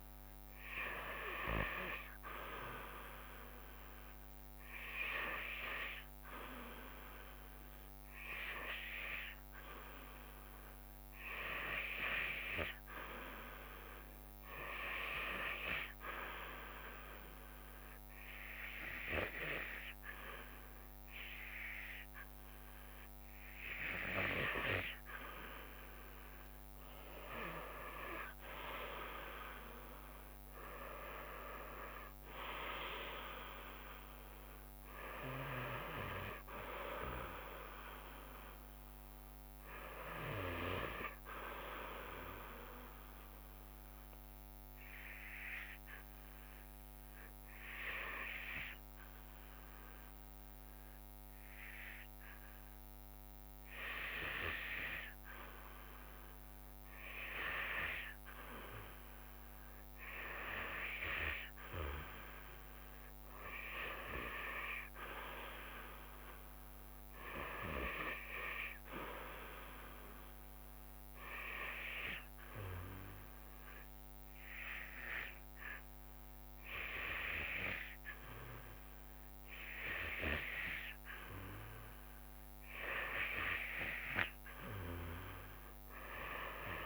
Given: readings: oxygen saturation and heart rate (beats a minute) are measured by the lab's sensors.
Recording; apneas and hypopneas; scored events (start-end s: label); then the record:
breathing in sleep by a microphone on the trachea; 3
0.00-7.00 s: drop in pulse transit time (device-marked, heart rate 71 extreme)
15.00-25.00 s: obstructive apnea (oxygen 96% before, 91% lowest, heart rate 75 before, 70 extreme, up 11 after)
28.00-33.00 s: arousal
30.00-42.00 s: drop in pulse transit time (device-marked, heart rate 73 before, 76 extreme)
36.00-50.00 s: oxygen desaturation (device-marked, oxygen 94% before, 91% lowest, heart rate 75 before, 67 extreme)
43.50-54.50 s: obstructive apnea (oxygen 96% before, 92% lowest, heart rate 76 before, 64 extreme, up 3 after)
59.00-62.50 s: arousal
62.00-73.00 s: drop in pulse transit time (device-marked, heart rate 70 before, 70 extreme)
63.00-78.00 s: oxygen desaturation (device-marked, oxygen 97% before, 93% lowest, heart rate 70 before, 63 extreme)
71.00-82.00 s: obstructive apnea (oxygen 97% before, 93% lowest, heart rate 71 before, 63 extreme, up 8 after)
From the record:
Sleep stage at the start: REM sleep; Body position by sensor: on the back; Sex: female